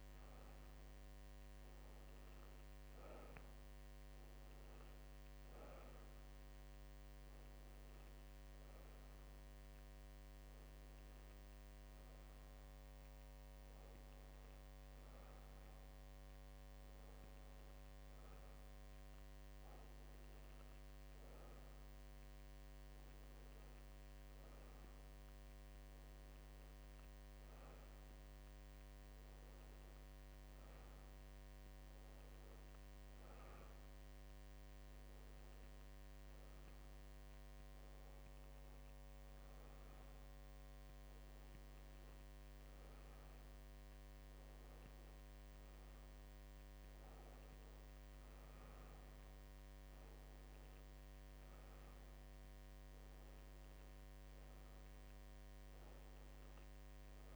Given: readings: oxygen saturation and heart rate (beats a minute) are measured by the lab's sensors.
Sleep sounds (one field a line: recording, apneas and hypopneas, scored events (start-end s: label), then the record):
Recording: breathing in sleep, hard to hear, by a microphone on the trachea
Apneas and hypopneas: none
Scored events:
none scored
From the record:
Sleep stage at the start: N2 (light sleep)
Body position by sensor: on the back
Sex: female